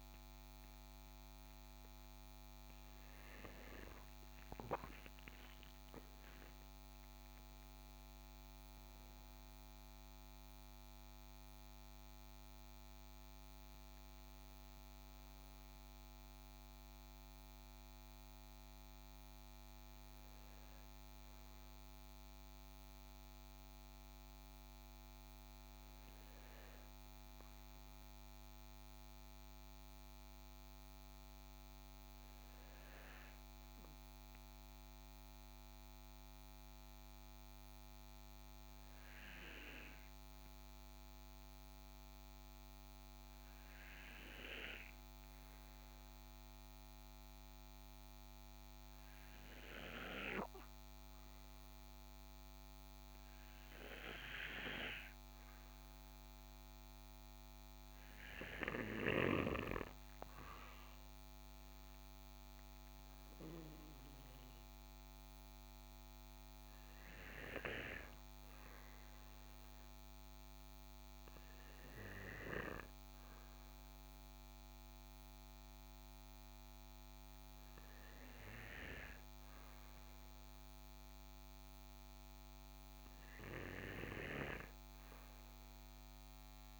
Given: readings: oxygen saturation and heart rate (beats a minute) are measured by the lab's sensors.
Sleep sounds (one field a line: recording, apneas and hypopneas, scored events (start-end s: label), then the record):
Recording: breathing in sleep by a microphone on the trachea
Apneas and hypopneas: 1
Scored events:
42.50-58.50 s: obstructive apnea (oxygen 96% before, 92% lowest, heart rate 58 before, 57 extreme, up 9 after)
61.50-64.50 s: arousal
From the record:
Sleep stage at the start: N2 (light sleep)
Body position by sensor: on the right side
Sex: male